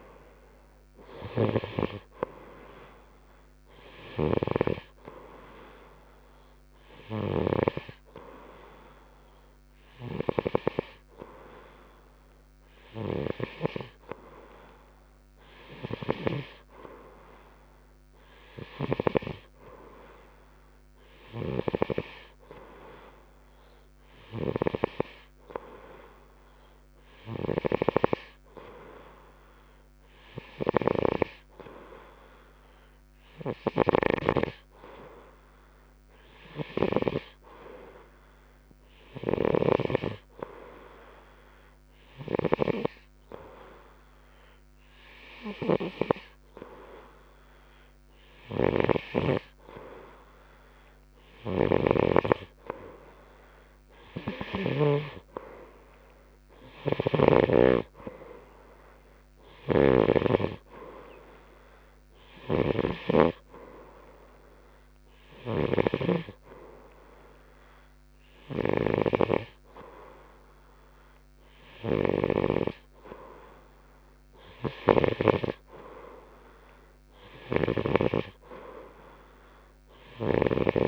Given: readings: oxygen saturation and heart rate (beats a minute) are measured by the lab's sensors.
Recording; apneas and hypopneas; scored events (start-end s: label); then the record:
breathing in sleep by a microphone on the trachea; none
52.00-55.50 s: snoring (device-marked)
From the record:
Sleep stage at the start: N2 (light sleep); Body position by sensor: on the right side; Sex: male